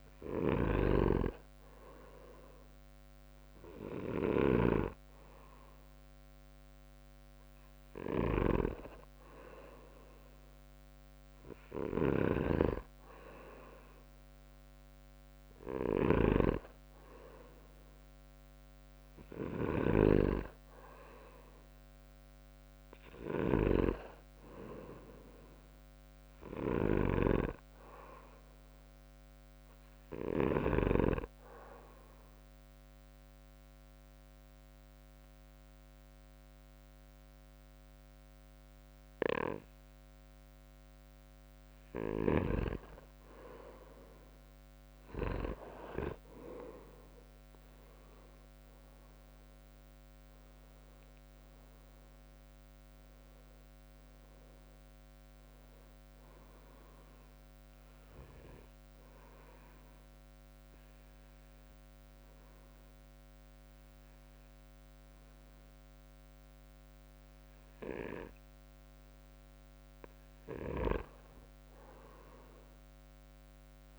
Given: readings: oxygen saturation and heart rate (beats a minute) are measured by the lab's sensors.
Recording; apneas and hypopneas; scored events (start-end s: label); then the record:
breathing in sleep by a microphone on the trachea; 2
30.00-42.50 s: obstructive apnea (oxygen 96% before, 92% lowest, heart rate 70 before, 64 extreme, up 6 after)
46.50-59.50 s: drop in pulse transit time (device-marked, heart rate 70 before, 72 extreme)
47.50-51.50 s: arousal
48.50-65.50 s: oxygen desaturation (device-marked, oxygen 96% before, 92% lowest, heart rate 70 before, 64 extreme)
57.00-68.50 s: obstructive apnea (oxygen 96% before, 92% lowest, heart rate 73 before, 64 extreme, up 6 after)
72.50-73.99 s: arousal
From the record:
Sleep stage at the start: N2 (light sleep); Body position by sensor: on the back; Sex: male